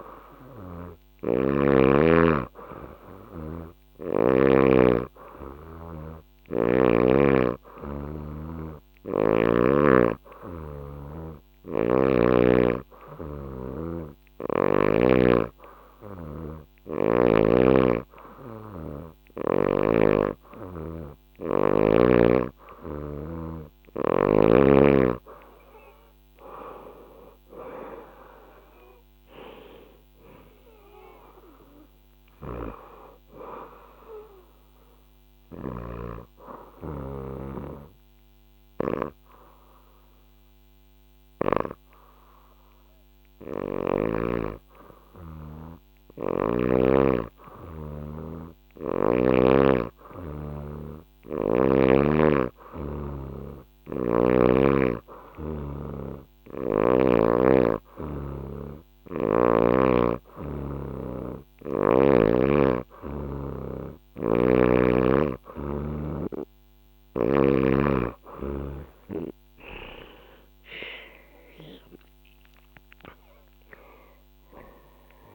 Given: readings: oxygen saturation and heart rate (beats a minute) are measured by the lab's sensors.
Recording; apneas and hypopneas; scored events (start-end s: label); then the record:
breathing in sleep by a microphone on the trachea; 1
0.00-12.50 s: oxygen desaturation (device-marked, oxygen 93% lowest, heart rate 68 extreme)
11.00-14.50 s: snoring (device-marked)
26.50-30.50 s: arousal
31.50-35.50 s: snoring (device-marked)
33.00-45.00 s: obstructive apnea (oxygen 95% before, 93% lowest, heart rate 70 before, 68 extreme, up 2 after)
47.00-51.00 s: arousal
53.00-56.50 s: snoring (device-marked)
63.50-67.00 s: snoring (device-marked)
70.50-75.00 s: arousal
From the record:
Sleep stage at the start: N2 (light sleep); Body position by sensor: on the back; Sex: female